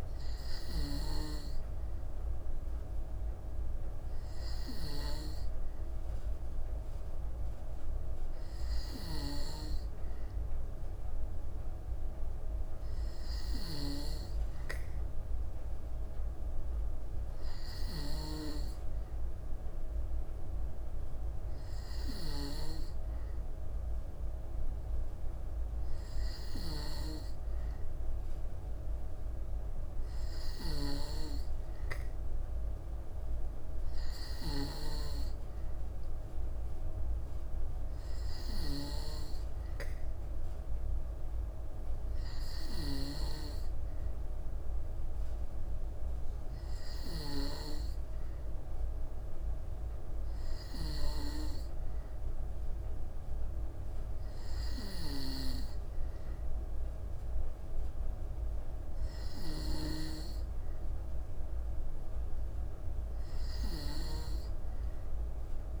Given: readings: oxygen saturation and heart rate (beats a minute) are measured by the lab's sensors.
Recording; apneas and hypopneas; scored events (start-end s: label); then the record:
breathing in sleep by a room microphone; none
none scored
From the record:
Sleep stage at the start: N2 (light sleep); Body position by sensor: on the back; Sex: female